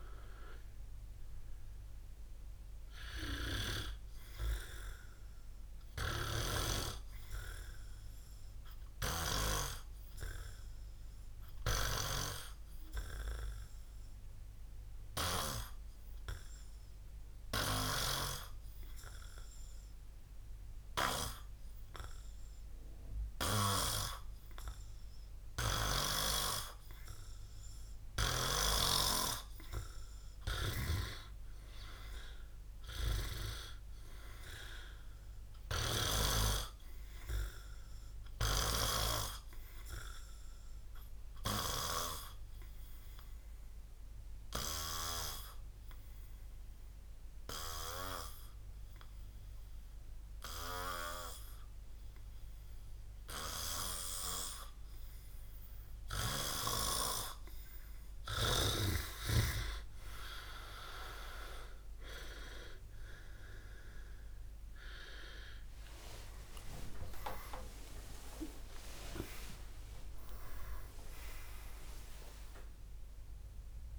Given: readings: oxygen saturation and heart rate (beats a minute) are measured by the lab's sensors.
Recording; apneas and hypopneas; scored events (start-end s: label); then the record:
a person partly awake in a sleep study, by a room microphone; 2
0.00-6.00 s: oxygen desaturation (device-marked, oxygen 95% lowest, heart rate 62 extreme)
6.00-9.50 s: snoring (device-marked)
10.00-27.50 s: hypopnea (oxygen 100% before, 94% lowest, heart rate 67 before, 62 extreme, up 12 after)
30.00-34.00 s: arousal
30.50-36.50 s: snoring (device-marked)
32.00-57.00 s: oxygen desaturation (device-marked, oxygen 99% before, 94% lowest, heart rate 65 before, 62 extreme)
40.00-58.00 s: hypopnea (oxygen 100% before, 94% lowest, heart rate 68 before, 63 extreme, up 14 after)
52.00-73.99 s: new sleep stage, awake
66.00-73.99 s: oxygen desaturation (device-marked, oxygen 99% before, 94% lowest, heart rate 69 before, 68 extreme)
From the record:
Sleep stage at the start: N2 (light sleep); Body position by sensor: on the back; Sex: male